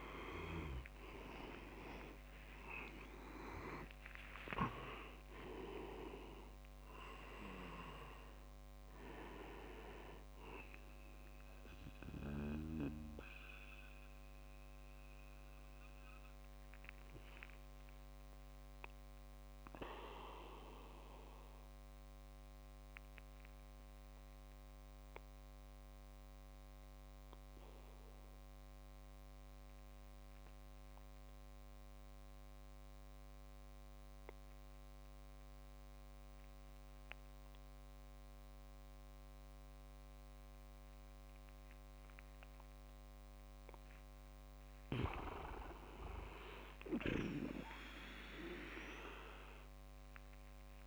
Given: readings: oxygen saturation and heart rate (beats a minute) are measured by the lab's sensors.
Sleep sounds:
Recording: breathing in sleep by a microphone on the trachea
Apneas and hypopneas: 1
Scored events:
0.00-15.00 s: oxygen desaturation (device-marked, oxygen 89% lowest)
2.00-5.00 s: leg movement (device-marked)
13.00-40.50 s: obstructive apnea (oxygen 96% before, 88% lowest)
20.00-31.00 s: oxygen desaturation (device-marked, oxygen 91% before, 88% lowest)
42.50-47.50 s: arousal
From the record:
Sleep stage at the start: N2 (light sleep)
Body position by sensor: on the back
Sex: male

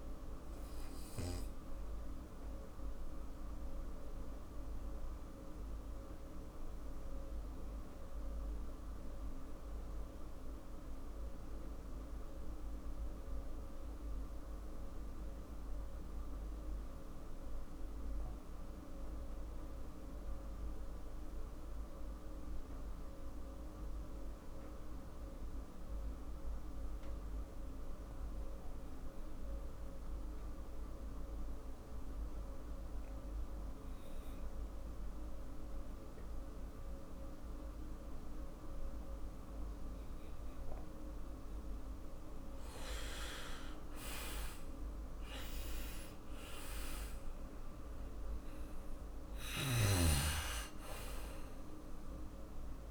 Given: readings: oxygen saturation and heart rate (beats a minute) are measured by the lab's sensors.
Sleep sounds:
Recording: breathing in sleep by a room microphone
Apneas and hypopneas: 1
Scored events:
3.50-41.00 s: mixed apnea (oxygen 99% before, 90% lowest, heart rate 53 before, 47 extreme, up 9 after)
19.50-36.50 s: oxygen desaturation (device-marked, oxygen 99% before, 91% lowest, heart rate 50 before, 47 extreme)
42.50-46.50 s: arousal
From the record:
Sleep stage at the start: REM sleep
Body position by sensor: on the back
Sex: male

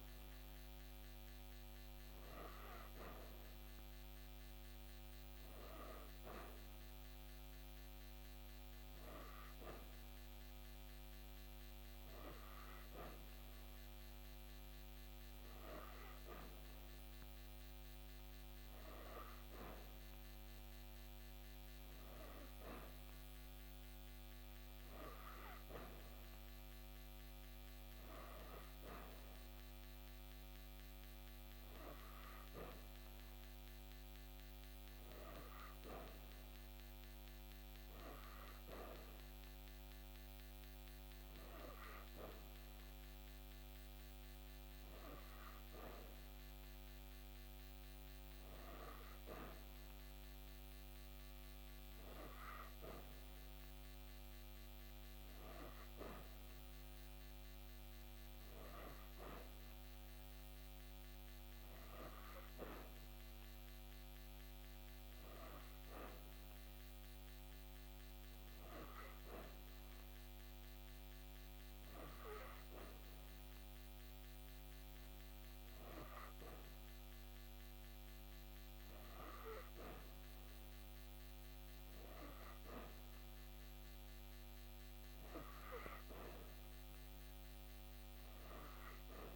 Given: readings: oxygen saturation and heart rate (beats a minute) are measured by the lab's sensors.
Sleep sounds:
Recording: breathing in sleep by a microphone on the trachea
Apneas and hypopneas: none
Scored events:
none scored
From the record:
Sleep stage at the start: N3 (deep sleep)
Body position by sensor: on the back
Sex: female

